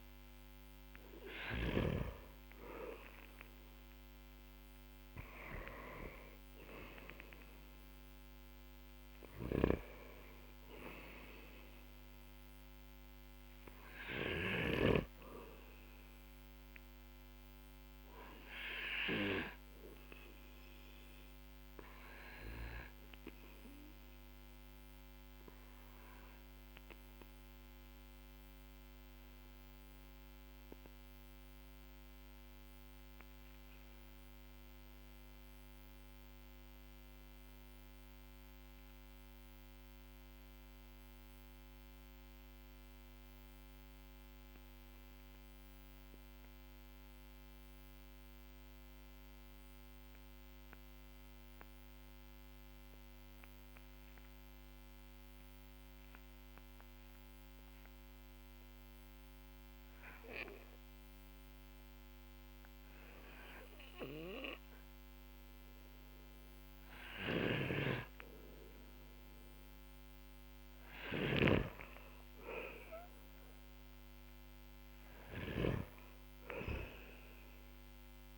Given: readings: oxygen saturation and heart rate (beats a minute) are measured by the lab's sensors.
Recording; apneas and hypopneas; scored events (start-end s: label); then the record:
breathing in sleep by a microphone on the trachea; 1
0.00-1.00 s: snoring (device-marked)
21.50-43.50 s: oxygen desaturation (device-marked, oxygen 95% before, 92% lowest, heart rate 50 before, 42 extreme)
28.50-69.50 s: mixed apnea (oxygen 96% before, 91% lowest, heart rate 49 before, 43 extreme)
66.50-78.38 s: snoring (device-marked)
71.50-75.50 s: arousal
From the record:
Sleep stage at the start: N2 (light sleep); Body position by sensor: on the back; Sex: male